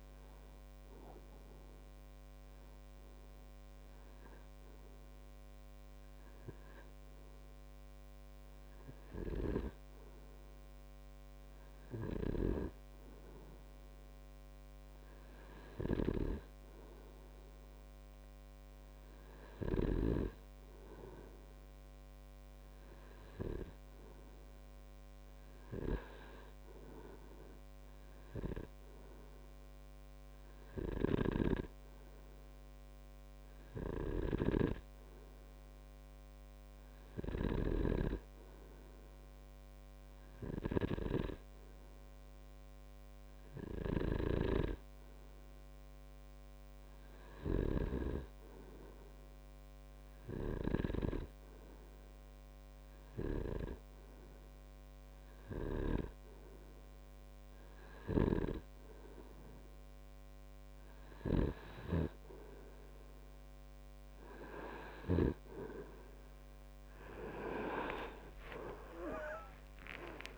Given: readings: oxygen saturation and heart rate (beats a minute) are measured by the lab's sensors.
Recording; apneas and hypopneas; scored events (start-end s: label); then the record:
breathing in sleep by a microphone on the trachea; 2
1.50-13.00 s: hypopnea (oxygen 98% before, 94% lowest)
16.00-20.50 s: snoring (device-marked)
17.50-21.50 s: arousal
31.50-38.00 s: snoring (device-marked)
31.50-58.50 s: hypopnea (oxygen 98% before, 93% lowest)
67.00-70.38 s: arousal
From the record:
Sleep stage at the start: N2 (light sleep); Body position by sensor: on the right side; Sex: male